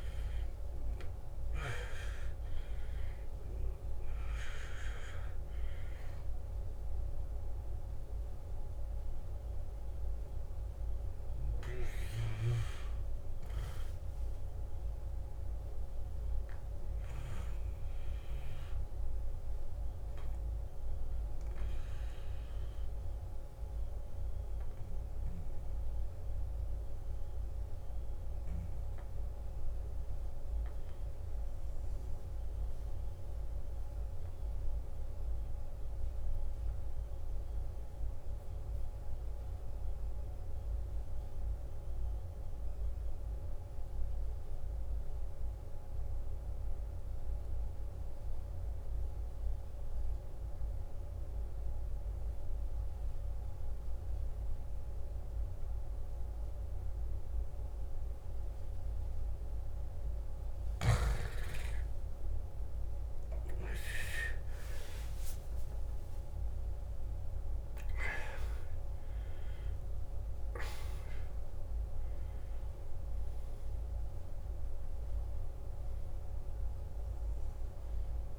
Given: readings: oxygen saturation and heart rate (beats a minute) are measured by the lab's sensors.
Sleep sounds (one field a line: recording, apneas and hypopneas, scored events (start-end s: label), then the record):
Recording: breathing in sleep by a room microphone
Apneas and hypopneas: 1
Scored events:
0.00-1.50 s: arousal
0.00-25.00 s: oxygen desaturation (device-marked, oxygen 89% lowest, heart rate 52 extreme)
19.00-60.00 s: obstructive apnea (oxygen 95% before, 88% lowest, heart rate 63 before, 52 extreme, up 16 after)
48.00-78.39 s: oxygen desaturation (device-marked, oxygen 97% before, 88% lowest, heart rate 54 before, 51 extreme)
61.00-66.00 s: arousal
From the record:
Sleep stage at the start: N2 (light sleep)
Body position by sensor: on the back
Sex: male